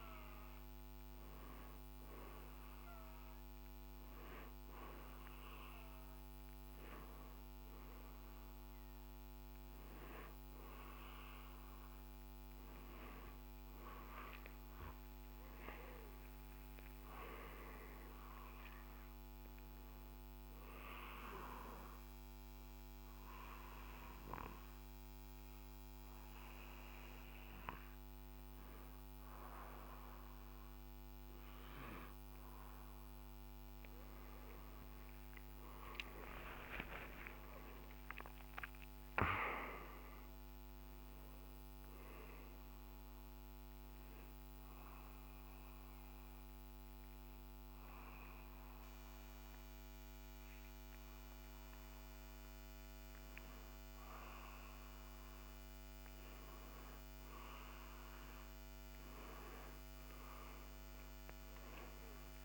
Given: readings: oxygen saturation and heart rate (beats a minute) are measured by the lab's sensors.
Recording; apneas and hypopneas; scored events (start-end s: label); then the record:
breathing in sleep by a microphone on the trachea; 2
14.50-18.00 s: arousal
21.00-31.50 s: hypopnea (oxygen 98% before, 93% lowest, heart rate 67 before, 60 extreme, up 19 after)
36.00-41.00 s: arousal
39.00-52.00 s: oxygen desaturation (device-marked, oxygen 97% before, 93% lowest, heart rate 70 before, 61 extreme)
45.50-55.50 s: obstructive apnea (oxygen 97% before, 92% lowest, heart rate 72 before, 61 extreme, up 10 after)
59.50-62.45 s: arousal
From the record:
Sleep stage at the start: N2 (light sleep); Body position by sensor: on the right side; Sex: male